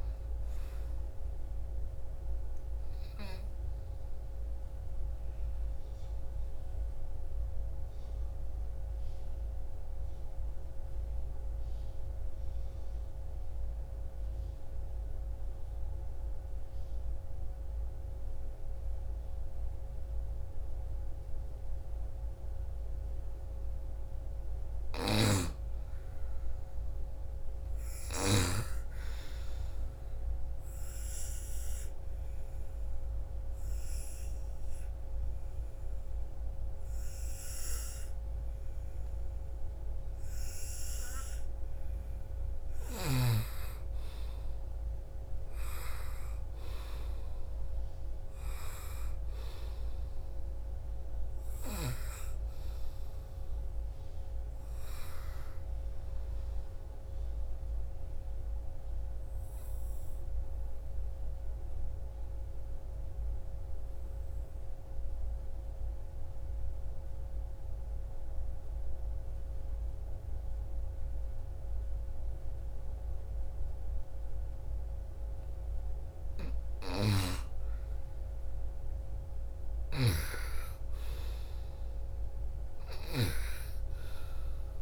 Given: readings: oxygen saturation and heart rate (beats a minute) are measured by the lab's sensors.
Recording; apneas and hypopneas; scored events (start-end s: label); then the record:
breathing in sleep by a room microphone; 3
0.50-19.50 s: oxygen desaturation (device-marked, oxygen 98% before, 88% lowest, heart rate 61 before, 38 extreme)
4.50-22.00 s: obstructive apnea (oxygen 98% before, 86% lowest, heart rate 63 before, 38 extreme, up 0 after)
23.50-27.00 s: arousal
24.00-28.00 s: snoring (device-marked)
25.50-44.50 s: oxygen desaturation (device-marked, oxygen 99% before, 86% lowest, heart rate 57 before, 43 extreme)
31.00-42.50 s: obstructive apnea (oxygen 99% before, 86% lowest, heart rate 52 before, 55 extreme, up 12 after)
44.00-48.00 s: arousal
46.50-61.50 s: oxygen desaturation (device-marked, oxygen 95% before, 90% lowest, heart rate 52 before, 56 extreme)
60.50-75.50 s: obstructive apnea (oxygen 95% before, 86% lowest, heart rate 60 before, 55 extreme, up 11 after)
76.00-82.50 s: snoring (device-marked)
76.50-84.82 s: oxygen desaturation (device-marked, oxygen 98% before, 88% lowest, heart rate 62 before, 47 extreme)
78.00-82.00 s: arousal
From the record:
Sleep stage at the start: N2 (light sleep); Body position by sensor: on the right side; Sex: female